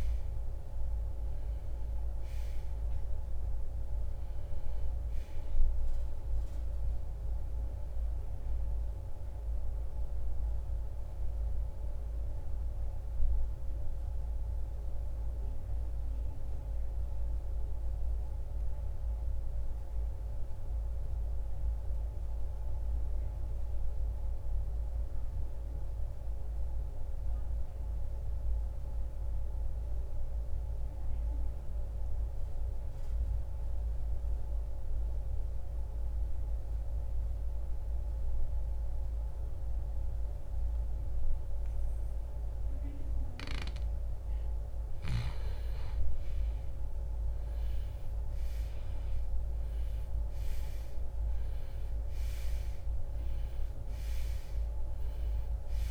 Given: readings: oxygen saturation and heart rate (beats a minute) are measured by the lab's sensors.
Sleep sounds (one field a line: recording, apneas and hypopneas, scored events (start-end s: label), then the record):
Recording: breathing in sleep, hard to hear, by a room microphone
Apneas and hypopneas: 1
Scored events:
0.00-4.00 s: oxygen desaturation (device-marked, oxygen 93% lowest, heart rate 64 extreme)
12.00-43.00 s: mixed apnea (oxygen 97% before, 80% lowest, heart rate 77 before, 47 extreme, up 19 after)
15.00-37.00 s: oxygen desaturation (device-marked, oxygen 95% before, 83% lowest, heart rate 80 before, 47 extreme)
44.00-49.50 s: arousal
From the record:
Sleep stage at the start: N2 (light sleep)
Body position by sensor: on the right side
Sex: male